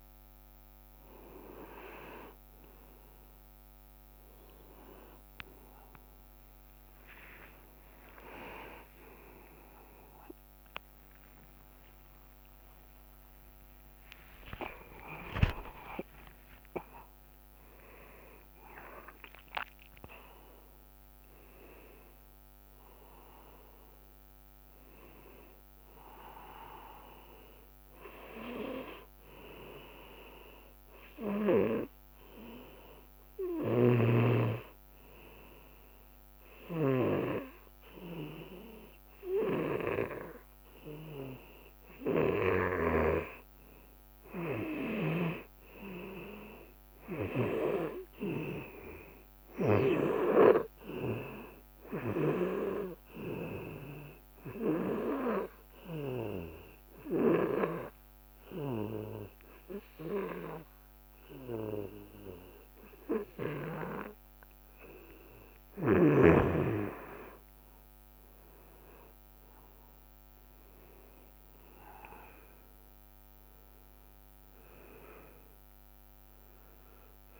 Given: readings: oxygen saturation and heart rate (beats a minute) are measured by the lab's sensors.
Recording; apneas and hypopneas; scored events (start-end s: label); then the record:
breathing in sleep by a microphone on the trachea; 2
8.00-15.00 s: arousal
9.00-11.00 s: long interval between heartbeats (device-marked, heart rate 65 before, 76 extreme)
12.00-14.00 s: long interval between heartbeats (device-marked, heart rate 66 before, 89 extreme)
13.50-18.50 s: tachycardia (device-marked, heart rate 66 before, 110 extreme)
16.00-18.00 s: long interval between heartbeats (device-marked, heart rate 70 before, 93 extreme)
25.00-27.00 s: long interval between heartbeats (device-marked)
32.00-43.00 s: hypopnea (oxygen 98% before, 93% lowest)
45.50-49.50 s: arousal
52.50-67.50 s: oxygen desaturation (device-marked, oxygen 99% before, 94% lowest)
54.50-65.50 s: obstructive apnea (oxygen 99% before, 93% lowest)
70.00-75.00 s: arousal
75.50-77.40 s: long interval between heartbeats (device-marked)
From the record:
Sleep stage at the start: N2 (light sleep); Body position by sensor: on the back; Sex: male